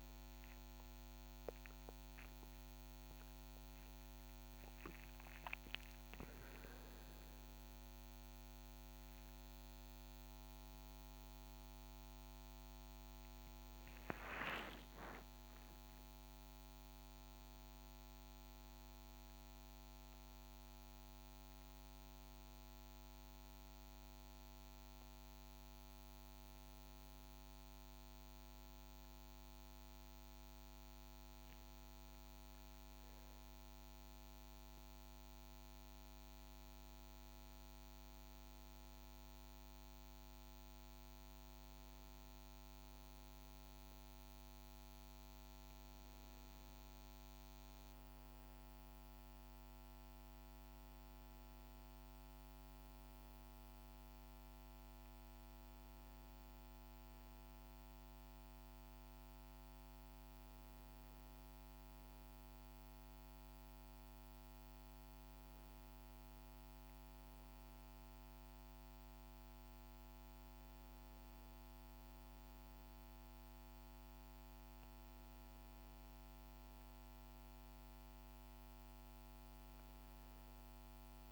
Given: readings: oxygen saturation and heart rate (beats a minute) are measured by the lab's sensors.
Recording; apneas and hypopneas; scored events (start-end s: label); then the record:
breathing in sleep, hard to hear, by a microphone on the trachea; none
none scored
From the record:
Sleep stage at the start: N1 (lightest sleep); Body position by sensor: on the right side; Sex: male